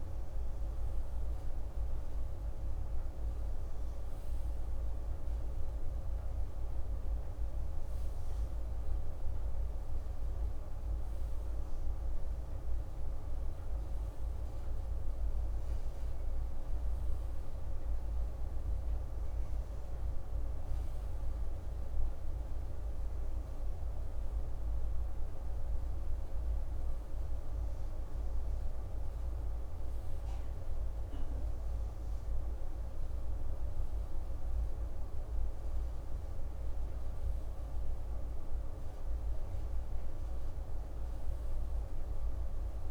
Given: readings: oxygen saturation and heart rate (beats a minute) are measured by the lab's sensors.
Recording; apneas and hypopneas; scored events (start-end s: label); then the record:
breathing in sleep, hard to hear, by a room microphone; none
none scored
From the record:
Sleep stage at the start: REM sleep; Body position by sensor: on the right side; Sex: male